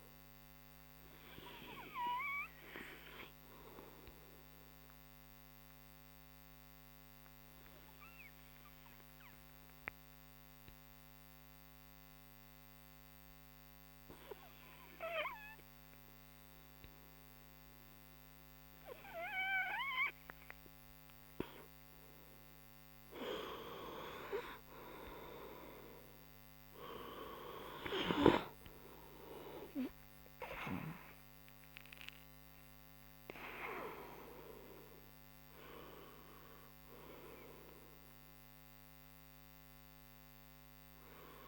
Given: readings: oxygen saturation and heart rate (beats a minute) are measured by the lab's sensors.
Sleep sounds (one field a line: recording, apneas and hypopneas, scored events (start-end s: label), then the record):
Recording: breathing in sleep by a microphone on the trachea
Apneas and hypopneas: 1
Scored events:
1.50-22.50 s: obstructive apnea (oxygen 99% before, 93% lowest)
23.50-27.00 s: arousal
36.50-41.48 s: oxygen desaturation (device-marked, oxygen 97% before, 93% lowest)
From the record:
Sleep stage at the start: N2 (light sleep)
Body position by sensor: on the right side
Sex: male